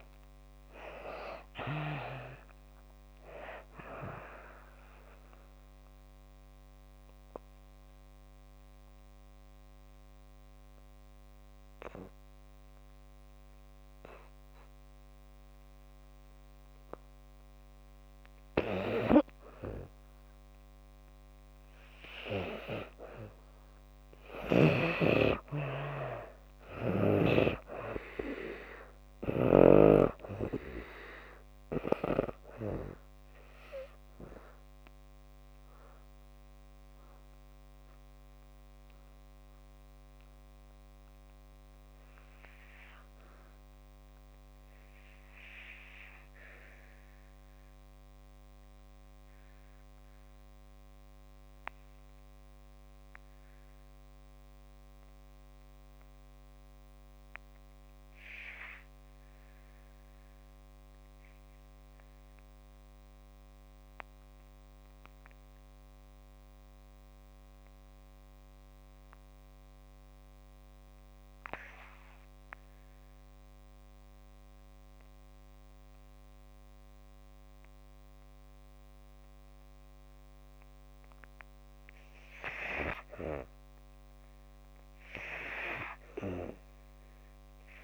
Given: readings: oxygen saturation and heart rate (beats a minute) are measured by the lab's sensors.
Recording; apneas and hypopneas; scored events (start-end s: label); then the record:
breathing in sleep by a microphone on the trachea; 2
0.00-27.00 s: oxygen desaturation (device-marked, oxygen 66% lowest)
5.00-19.00 s: obstructive apnea (oxygen 93% before, 66% lowest)
22.00-25.50 s: arousal
29.00-52.00 s: oxygen desaturation (device-marked, oxygen 96% before, 80% lowest)
36.00-81.50 s: obstructive apnea (oxygen 96% before, 55% lowest)
60.00-87.84 s: oxygen desaturation (device-marked, oxygen 93% before, 59% lowest)
84.00-86.50 s: arousal
From the record:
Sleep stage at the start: N2 (light sleep); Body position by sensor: on the back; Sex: female